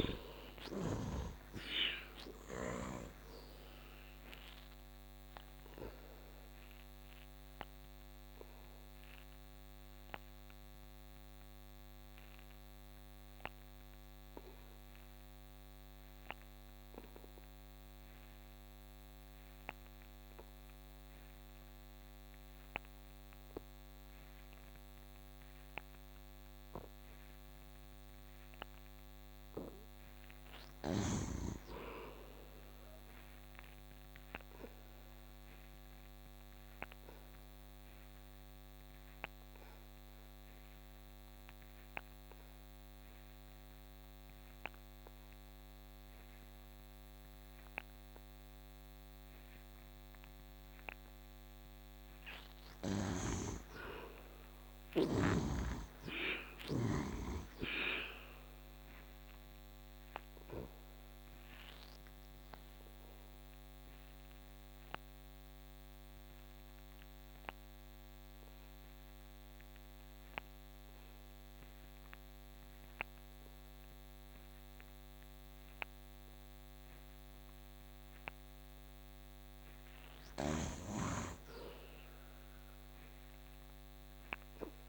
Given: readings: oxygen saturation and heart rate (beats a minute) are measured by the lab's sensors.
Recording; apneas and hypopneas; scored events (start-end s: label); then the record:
breathing in sleep by a microphone on the trachea; 3
0.00-1.00 s: arousal
0.00-2.50 s: snoring (device-marked)
0.00-18.50 s: oxygen desaturation (device-marked, oxygen 52% lowest, heart rate 68 extreme)
4.00-27.00 s: obstructive apnea (oxygen 90% before, 52% lowest, heart rate 78 before, 68 extreme, up 7 after)
28.50-31.00 s: arousal
33.50-47.50 s: oxygen desaturation (device-marked, oxygen 86% before, 60% lowest, heart rate 69 before, 70 extreme)
34.00-51.00 s: obstructive apnea (oxygen 95% before, 60% lowest, heart rate 69 before, 69 extreme, up 12 after)
53.00-57.00 s: arousal
58.50-74.50 s: oxygen desaturation (device-marked, oxygen 82% before, 61% lowest, heart rate 76 before, 67 extreme)
58.50-76.50 s: obstructive apnea (oxygen 82% before, 51% lowest, heart rate 76 before, 67 extreme, up 5 after)
79.00-82.50 s: arousal
From the record:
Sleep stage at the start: N2 (light sleep); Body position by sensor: on the back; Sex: male